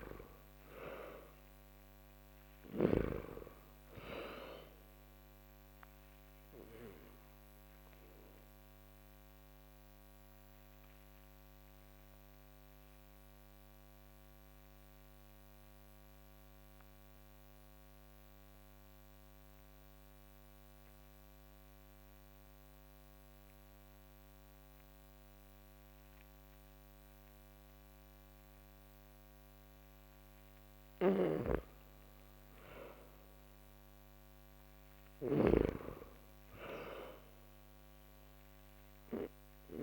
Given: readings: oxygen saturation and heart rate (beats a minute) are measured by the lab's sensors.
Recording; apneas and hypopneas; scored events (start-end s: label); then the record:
breathing in sleep by a microphone on the trachea; 1
0.00-2.00 s: arousal
0.00-2.50 s: snoring (device-marked)
1.50-25.50 s: oxygen desaturation (device-marked, oxygen 98% before, 86% lowest)
6.50-28.50 s: obstructive apnea (oxygen 98% before, 86% lowest)
30.00-33.50 s: arousal
30.50-35.00 s: snoring (device-marked)
From the record:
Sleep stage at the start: N2 (light sleep); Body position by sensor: on the back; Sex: male